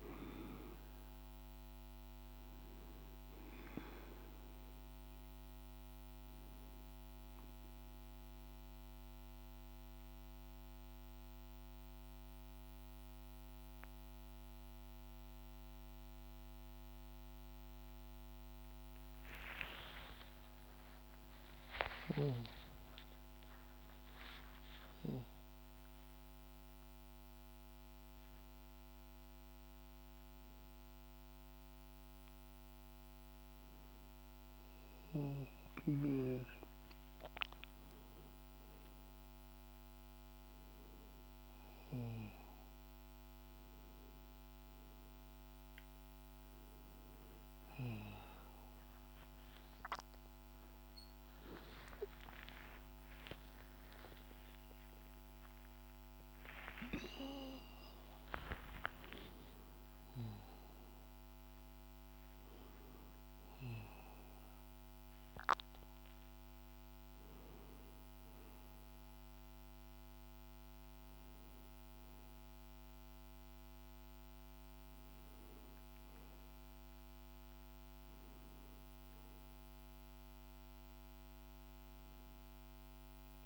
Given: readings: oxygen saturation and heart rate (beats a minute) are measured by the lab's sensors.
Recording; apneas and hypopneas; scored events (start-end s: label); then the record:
a person partly awake in a sleep study, by a microphone on the trachea; none
0.00-13.50 s: oxygen desaturation (device-marked, oxygen 89% lowest, heart rate 50 extreme)
18.50-23.50 s: arousal
46.50-76.50 s: new sleep stage, awake
76.50-83.45 s: new sleep stage, N1 (lightest sleep)
From the record:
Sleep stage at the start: N1 (lightest sleep); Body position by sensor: on the right side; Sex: male